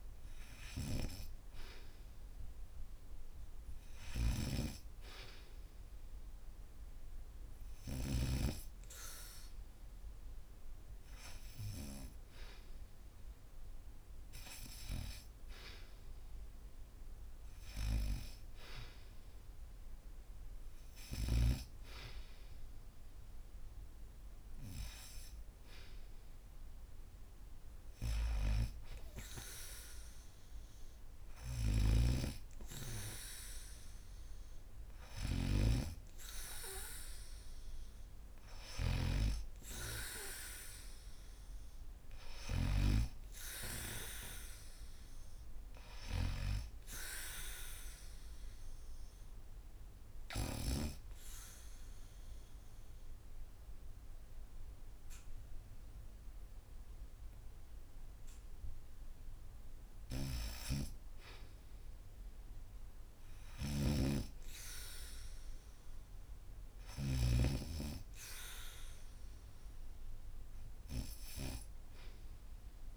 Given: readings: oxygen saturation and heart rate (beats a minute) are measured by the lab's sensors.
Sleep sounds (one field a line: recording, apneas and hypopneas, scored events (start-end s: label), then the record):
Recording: breathing in sleep by a room microphone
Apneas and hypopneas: 1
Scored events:
0.00-6.50 s: oxygen desaturation (device-marked, oxygen 89% lowest, heart rate 74 extreme)
0.00-8.00 s: snoring (device-marked)
11.50-22.50 s: oxygen desaturation (device-marked, oxygen 92% before, 89% lowest, heart rate 75 before, 78 extreme)
31.00-46.00 s: snoring (device-marked)
39.50-43.50 s: arousal
49.00-60.50 s: obstructive apnea (oxygen 95% before, 89% lowest, heart rate 82 before, 74 extreme)
62.00-66.00 s: arousal
63.00-67.00 s: snoring (device-marked)
66.50-72.97 s: oxygen desaturation (device-marked, oxygen 97% before, 89% lowest, heart rate 80 before, 74 extreme)
From the record:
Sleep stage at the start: REM sleep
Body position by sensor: on the back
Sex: female